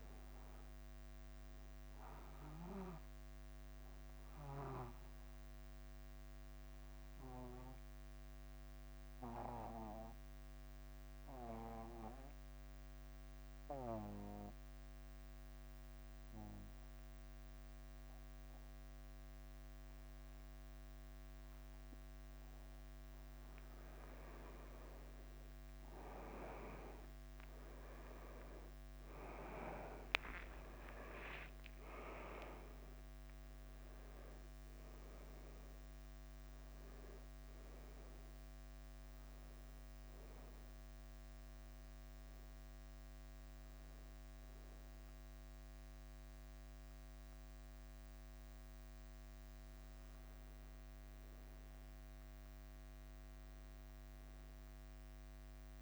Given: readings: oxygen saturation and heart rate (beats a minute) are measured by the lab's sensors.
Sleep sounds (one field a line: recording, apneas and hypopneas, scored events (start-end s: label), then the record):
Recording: breathing in sleep by a microphone on the trachea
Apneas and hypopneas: 2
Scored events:
0.00-55.82 s: bradycardia (device-marked, heart rate 49 extreme)
5.00-22.50 s: obstructive apnea (oxygen 99% before, 94% lowest, heart rate 53 before, 49 extreme, up 6 after)
28.00-32.50 s: arousal
28.50-42.50 s: oxygen desaturation (device-marked, oxygen 98% before, 95% lowest, heart rate 50 before, 52 extreme)
41.00-51.50 s: hypopnea (oxygen 98% before, 94% lowest, heart rate 54 before, 51 extreme, up 2 after)
53.50-55.82 s: arousal
From the record:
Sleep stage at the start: N2 (light sleep)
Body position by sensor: on the back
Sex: male